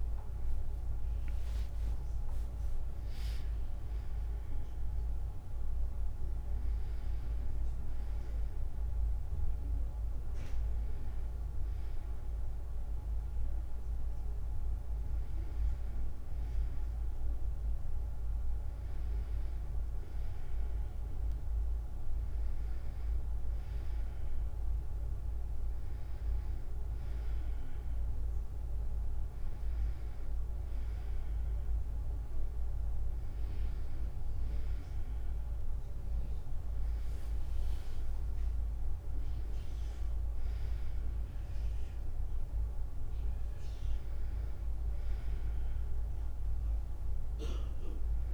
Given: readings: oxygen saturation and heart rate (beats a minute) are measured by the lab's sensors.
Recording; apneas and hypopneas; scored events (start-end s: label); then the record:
a person partly awake in a sleep study, hard to hear, by a room microphone; none
0.00-1.50 s: tachycardia (device-marked, heart rate 167 extreme)
0.00-13.50 s: drop in pulse transit time (device-marked, heart rate 89 extreme)
19.50-48.33 s: new sleep stage, N1 (lightest sleep)
24.50-32.50 s: oxygen desaturation (device-marked, oxygen 97% before, 93% lowest, heart rate 88 before, 79 extreme)
From the record:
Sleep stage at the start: awake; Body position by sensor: on the back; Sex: female